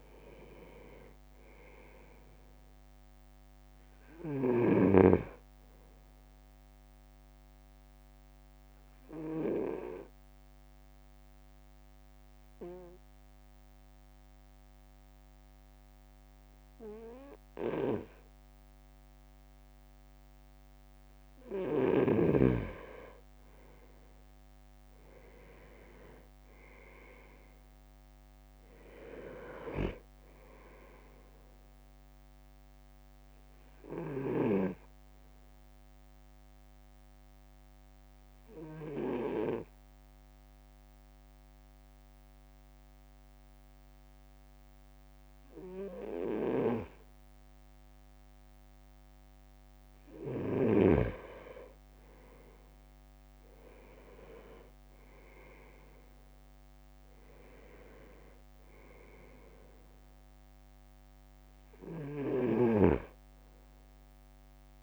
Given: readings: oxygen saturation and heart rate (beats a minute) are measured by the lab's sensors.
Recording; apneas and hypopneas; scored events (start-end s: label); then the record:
breathing in sleep by a microphone on the trachea; 2
0.00-8.50 s: drop in pulse transit time (device-marked, heart rate 54 extreme)
8.00-22.00 s: obstructive apnea (oxygen 98% before, 97% lowest, heart rate 57 before, 51 extreme, up 6 after)
23.50-26.50 s: leg movement (device-marked)
25.00-28.50 s: arousal
26.50-39.50 s: drop in pulse transit time (device-marked, heart rate 56 before, 51 extreme)
35.50-50.00 s: obstructive apnea (oxygen 98% before, 97% lowest, heart rate 57 before, 51 extreme, up 6 after)
53.50-55.00 s: leg movement (device-marked)
53.50-57.50 s: arousal
54.50-64.82 s: drop in pulse transit time (device-marked, heart rate 54 before, 52 extreme)
62.50-64.82 s: snoring (device-marked)
From the record:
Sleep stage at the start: N2 (light sleep); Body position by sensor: on the right side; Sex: male